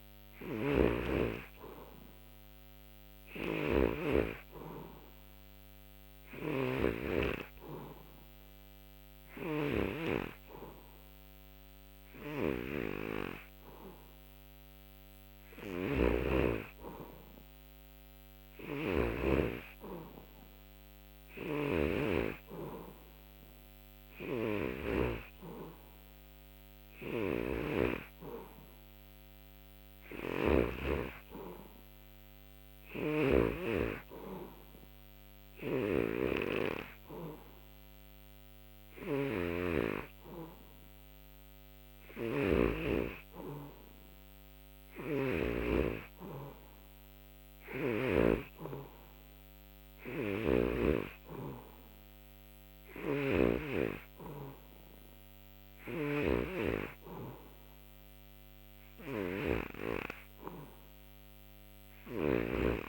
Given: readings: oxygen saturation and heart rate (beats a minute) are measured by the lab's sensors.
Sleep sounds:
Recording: breathing in sleep by a microphone on the trachea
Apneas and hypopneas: none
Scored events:
0.00-4.00 s: snoring (device-marked)
6.00-10.00 s: snoring (device-marked)
12.00-22.00 s: snoring (device-marked)
24.00-33.50 s: snoring (device-marked)
35.50-45.50 s: snoring (device-marked)
50.00-53.50 s: snoring (device-marked)
55.50-62.89 s: snoring (device-marked)
From the record:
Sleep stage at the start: N3 (deep sleep)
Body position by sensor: on the back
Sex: male

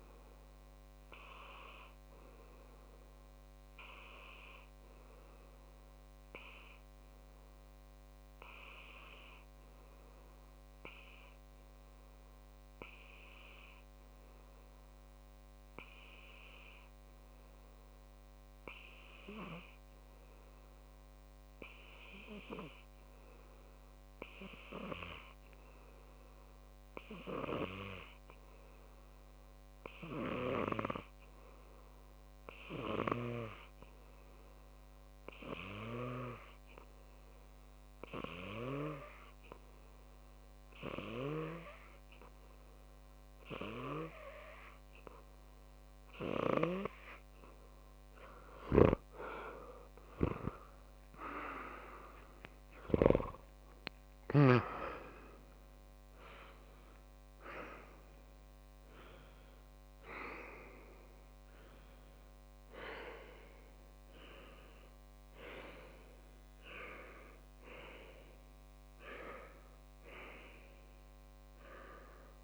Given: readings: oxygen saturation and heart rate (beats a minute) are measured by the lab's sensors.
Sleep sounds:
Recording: breathing in sleep by a microphone on the trachea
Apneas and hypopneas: 1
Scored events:
4.00-46.50 s: obstructive apnea (oxygen 98% before, 91% lowest)
35.00-71.00 s: oxygen desaturation (device-marked, oxygen 98% before, 91% lowest)
50.00-54.00 s: arousal
From the record:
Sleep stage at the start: N2 (light sleep)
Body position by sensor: on the back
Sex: male

